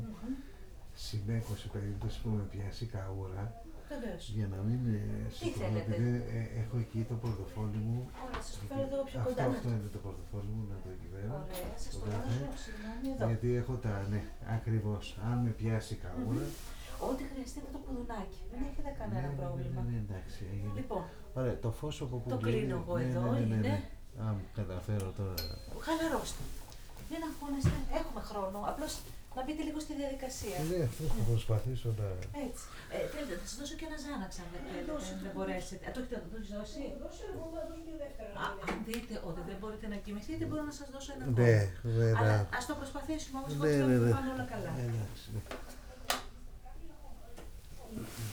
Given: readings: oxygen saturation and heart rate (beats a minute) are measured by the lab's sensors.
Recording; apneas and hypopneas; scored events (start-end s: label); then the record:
a person awake in a sleep study, by a room microphone; none
14.50-19.50 s: snoring (device-marked)
21.50-31.00 s: snoring (device-marked)
From the record:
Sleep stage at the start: awake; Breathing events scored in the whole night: 246 in 4.0 hours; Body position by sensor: on the right side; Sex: male